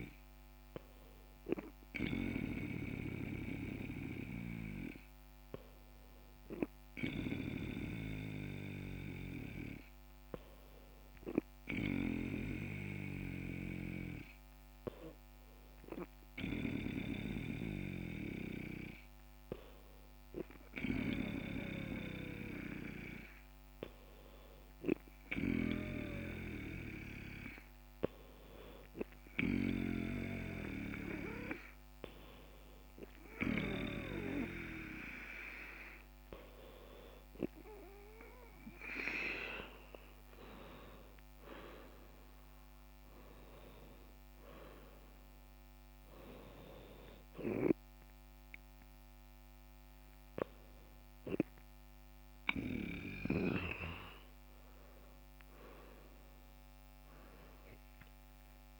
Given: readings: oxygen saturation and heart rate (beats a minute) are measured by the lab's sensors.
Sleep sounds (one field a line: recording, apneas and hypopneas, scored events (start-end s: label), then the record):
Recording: breathing in sleep by a microphone on the trachea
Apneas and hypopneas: none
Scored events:
39.50-43.00 s: arousal
From the record:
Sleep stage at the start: N2 (light sleep)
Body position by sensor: on the back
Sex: female